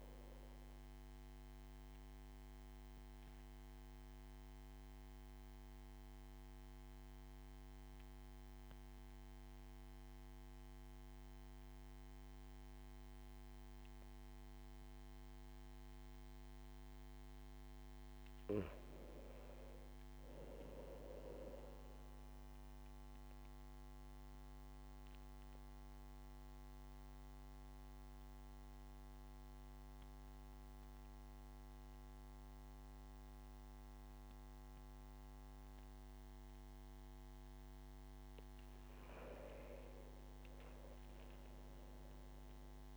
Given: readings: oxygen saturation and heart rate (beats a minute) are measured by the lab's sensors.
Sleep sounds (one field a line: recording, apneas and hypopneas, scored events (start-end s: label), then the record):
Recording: breathing in sleep, hard to hear, by a microphone on the trachea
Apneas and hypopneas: 2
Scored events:
3.00-17.50 s: obstructive apnea (oxygen 97% before, 93% lowest)
18.50-21.00 s: arousal
23.50-38.50 s: obstructive apnea (oxygen 97% before, 93% lowest)
40.00-42.97 s: arousal
From the record:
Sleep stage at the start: N2 (light sleep)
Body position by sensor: on the back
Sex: male